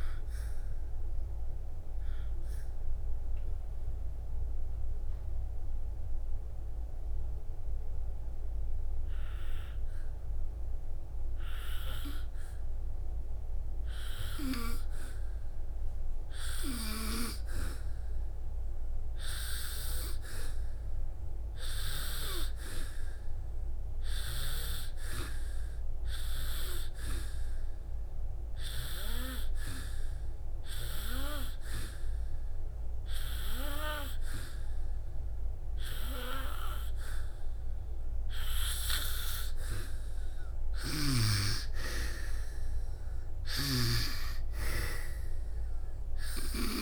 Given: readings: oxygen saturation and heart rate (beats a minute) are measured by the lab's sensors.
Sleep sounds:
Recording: breathing in sleep by a room microphone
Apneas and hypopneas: 1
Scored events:
15.00-23.00 s: oxygen desaturation (device-marked, oxygen 96% before, 92% lowest, heart rate 66 before, 67 extreme)
23.00-39.00 s: hypopnea (oxygen 97% before, 90% lowest, heart rate 65 before, 62 extreme, up 2 after)
33.00-42.00 s: oxygen desaturation (device-marked, oxygen 98% before, 93% lowest, heart rate 67 before, 61 extreme)
41.50-45.00 s: arousal
From the record:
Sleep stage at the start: N2 (light sleep)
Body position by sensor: on the back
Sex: female

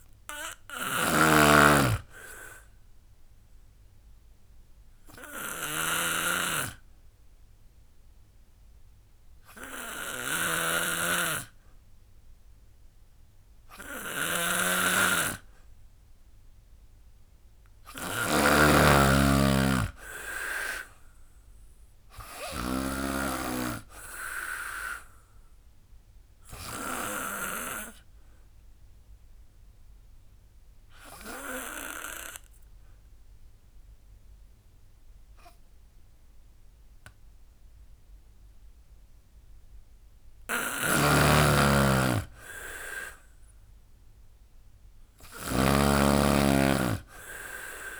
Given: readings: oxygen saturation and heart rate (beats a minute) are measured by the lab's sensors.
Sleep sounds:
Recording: breathing in sleep by a room microphone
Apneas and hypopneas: 2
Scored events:
0.00-8.50 s: drop in pulse transit time (device-marked, heart rate 78 extreme)
0.00-15.50 s: oxygen desaturation (device-marked, oxygen 92% lowest, heart rate 70 extreme)
0.00-22.50 s: snoring (device-marked)
0.50-14.50 s: obstructive apnea (oxygen 96% before, 90% lowest, heart rate 78 before, 70 extreme, up 5 after)
18.50-21.50 s: arousal
20.50-30.50 s: drop in pulse transit time (device-marked, heart rate 80 before, 78 extreme)
22.50-40.50 s: oxygen desaturation (device-marked, oxygen 96% before, 90% lowest, heart rate 79 before, 69 extreme)
27.00-39.00 s: obstructive apnea (oxygen 96% before, 90% lowest, heart rate 81 before, 69 extreme, up 11 after)
40.50-45.50 s: snoring (device-marked)
41.50-45.00 s: arousal
42.50-47.99 s: drop in pulse transit time (device-marked, heart rate 78 before, 78 extreme)
From the record:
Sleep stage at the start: N2 (light sleep)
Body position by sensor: on the back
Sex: female

